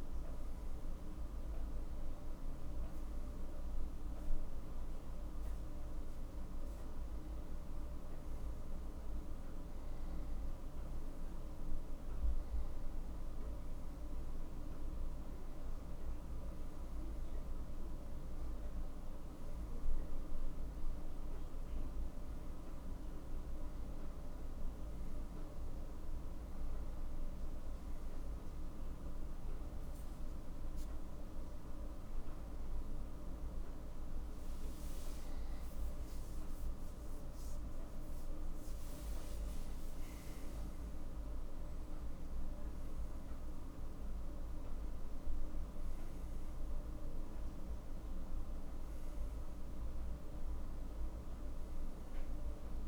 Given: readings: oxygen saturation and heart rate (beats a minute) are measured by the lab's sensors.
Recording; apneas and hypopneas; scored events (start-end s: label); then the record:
a person awake in a sleep study, hard to hear, by a room microphone; none
none scored
From the record:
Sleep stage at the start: awake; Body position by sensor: on the right side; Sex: male